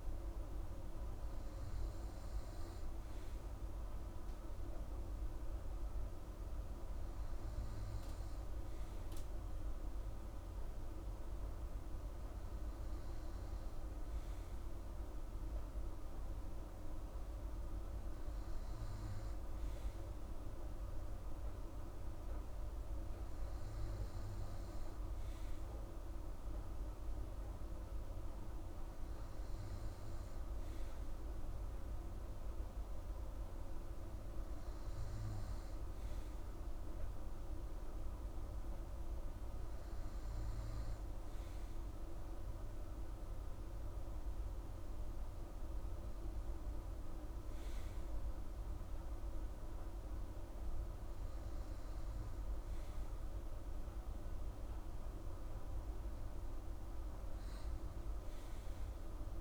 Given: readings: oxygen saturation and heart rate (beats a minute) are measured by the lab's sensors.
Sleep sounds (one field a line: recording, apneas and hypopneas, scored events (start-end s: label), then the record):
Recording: breathing in sleep, hard to hear, by a room microphone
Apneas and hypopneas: none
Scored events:
none scored
From the record:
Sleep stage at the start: N2 (light sleep)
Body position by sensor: on the right side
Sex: female